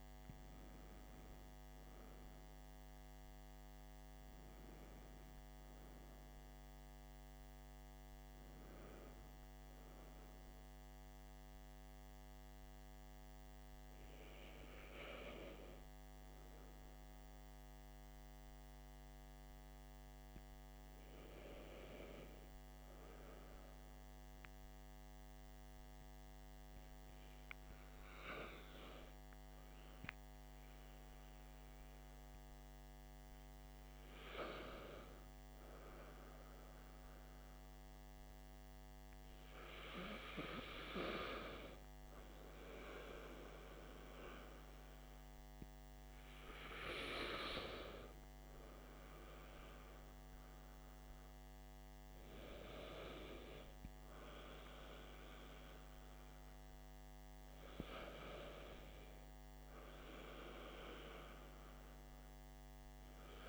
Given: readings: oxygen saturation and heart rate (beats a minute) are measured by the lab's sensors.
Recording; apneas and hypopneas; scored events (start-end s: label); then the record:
breathing in sleep by a microphone on the trachea; 1
13.50-34.00 s: hypopnea (oxygen 95% before, 93% lowest, heart rate 62 before, 52 extreme, up 7 after)
35.50-39.00 s: arousal
57.50-61.00 s: arousal
From the record:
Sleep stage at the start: N2 (light sleep); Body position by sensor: on the back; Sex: male